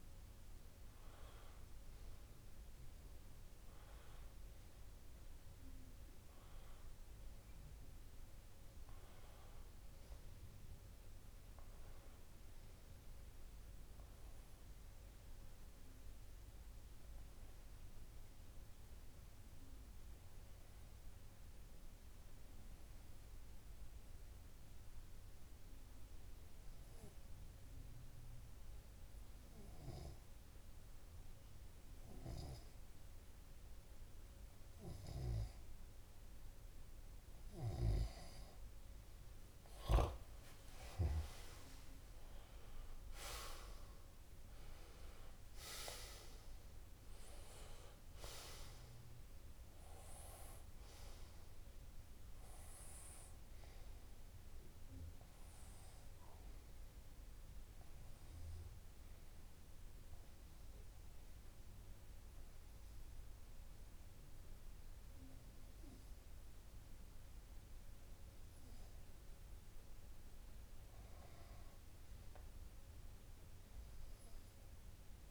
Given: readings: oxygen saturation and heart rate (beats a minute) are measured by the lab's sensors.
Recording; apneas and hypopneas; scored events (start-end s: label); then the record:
breathing in sleep by a room microphone; 2
0.00-75.31 s: tachycardia (device-marked)
0.50-2.50 s: long interval between heartbeats (device-marked, heart rate 133 before, 152 extreme)
3.50-5.50 s: long interval between heartbeats (device-marked, heart rate 141 before, 132 extreme)
5.50-7.50 s: long interval between heartbeats (device-marked, heart rate 147 before, 136 extreme)
10.00-12.00 s: long interval between heartbeats (device-marked, heart rate 151 before, 130 extreme)
11.50-14.50 s: arousal
13.00-15.00 s: long interval between heartbeats (device-marked, heart rate 150 before, 140 extreme)
16.50-18.50 s: long interval between heartbeats (device-marked, heart rate 149 before, 159 extreme)
18.00-36.00 s: hypopnea (oxygen 99% before, 94% lowest, heart rate 149 before, 138 extreme, up 23 after)
22.50-24.50 s: long interval between heartbeats (device-marked, heart rate 149 before, 167 extreme)
25.00-27.00 s: long interval between heartbeats (device-marked, heart rate 150 before, 183 extreme)
27.50-29.50 s: long interval between heartbeats (device-marked, heart rate 158 before, 189 extreme)
31.50-33.50 s: long interval between heartbeats (device-marked, heart rate 169 before, 159 extreme)
37.50-39.50 s: long interval between heartbeats (device-marked, heart rate 176 before, 156 extreme)
37.50-50.50 s: oxygen desaturation (device-marked, oxygen 98% before, 94% lowest, heart rate 176 before, 138 extreme)
39.50-41.50 s: long interval between heartbeats (device-marked, heart rate 176 before, 147 extreme)
41.00-45.00 s: arousal
42.50-44.50 s: long interval between heartbeats (device-marked, heart rate 174 before, 138 extreme)
44.50-46.50 s: long interval between heartbeats (device-marked, heart rate 172 before, 164 extreme)
49.00-51.00 s: long interval between heartbeats (device-marked, heart rate 167 before, 176 extreme)
54.00-56.00 s: long interval between heartbeats (device-marked, heart rate 169 before, 189 extreme)
59.50-70.00 s: obstructive apnea (oxygen 98% before, 93% lowest, heart rate 170 before, 150 extreme, up 40 after)
61.50-63.50 s: long interval between heartbeats (device-marked, heart rate 169 before, 153 extreme)
64.00-66.00 s: long interval between heartbeats (device-marked, heart rate 169 before, 142 extreme)
68.00-70.00 s: long interval between heartbeats (device-marked, heart rate 167 before, 158 extreme)
71.50-73.50 s: long interval between heartbeats (device-marked, heart rate 162 before, 150 extreme)
73.00-75.31 s: arousal
74.00-75.31 s: long interval between heartbeats (device-marked, heart rate 160 before, 157 extreme)
From the record:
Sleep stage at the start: N2 (light sleep); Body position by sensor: on the left side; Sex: male